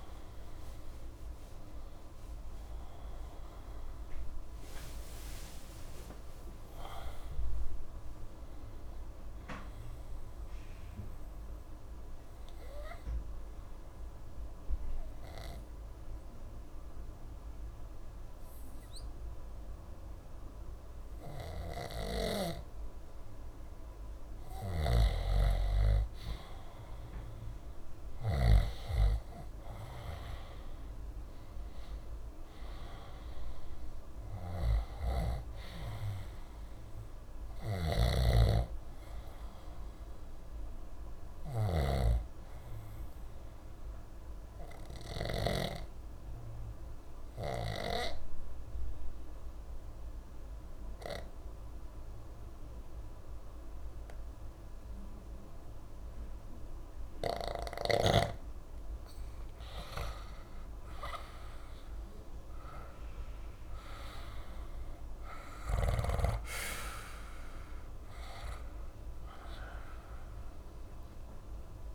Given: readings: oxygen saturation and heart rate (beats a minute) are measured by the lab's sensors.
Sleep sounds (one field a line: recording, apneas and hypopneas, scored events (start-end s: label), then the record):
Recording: breathing in sleep by a room microphone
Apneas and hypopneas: 2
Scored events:
0.00-4.50 s: oxygen desaturation (device-marked, oxygen 92% lowest, heart rate 60 extreme)
9.50-24.50 s: obstructive apnea (oxygen 96% before, 89% lowest, heart rate 66 before, 60 extreme, up 2 after)
24.50-28.50 s: snoring (device-marked)
29.50-33.50 s: arousal
37.50-42.00 s: snoring (device-marked)
37.50-56.50 s: oxygen desaturation (device-marked, oxygen 96% before, 89% lowest, heart rate 61 before, 60 extreme)
43.50-59.50 s: obstructive apnea (oxygen 97% before, 89% lowest, heart rate 62 before, 60 extreme, up 3 after)
60.50-64.00 s: arousal
63.50-71.50 s: oxygen desaturation (device-marked, oxygen 96% before, 91% lowest, heart rate 61 before, 60 extreme)
From the record:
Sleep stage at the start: N2 (light sleep)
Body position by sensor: on the back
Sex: male